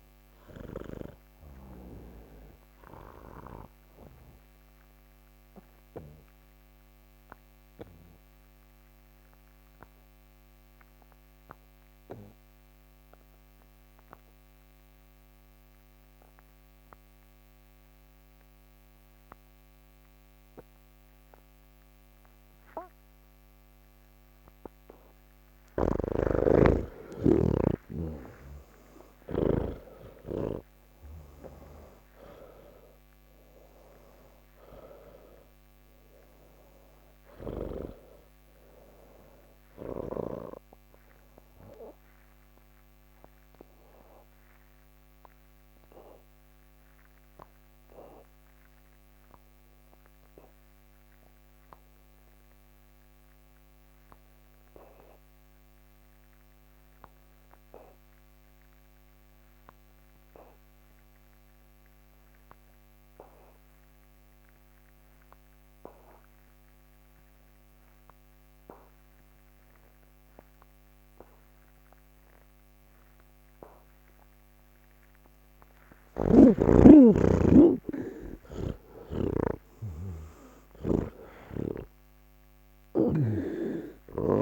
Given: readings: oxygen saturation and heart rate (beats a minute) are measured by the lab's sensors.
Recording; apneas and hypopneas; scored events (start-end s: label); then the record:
breathing in sleep by a microphone on the trachea; 2
2.50-26.00 s: obstructive apnea (oxygen 98% before, 85% lowest, heart rate 105 before, 28 extreme, up 4 after)
20.00-55.00 s: oxygen desaturation (device-marked, oxygen 97% before, 85% lowest, heart rate 89 before, 28 extreme)
25.50-29.50 s: snoring (device-marked)
41.00-75.50 s: obstructive apnea (oxygen 96% before, 80% lowest, heart rate 83 before, 68 extreme, up 23 after)
65.00-84.42 s: oxygen desaturation (device-marked, oxygen 98% before, 80% lowest, heart rate 129 before, 68 extreme)
78.50-84.42 s: snoring (device-marked)
From the record:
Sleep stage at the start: N2 (light sleep); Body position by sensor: on the back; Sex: male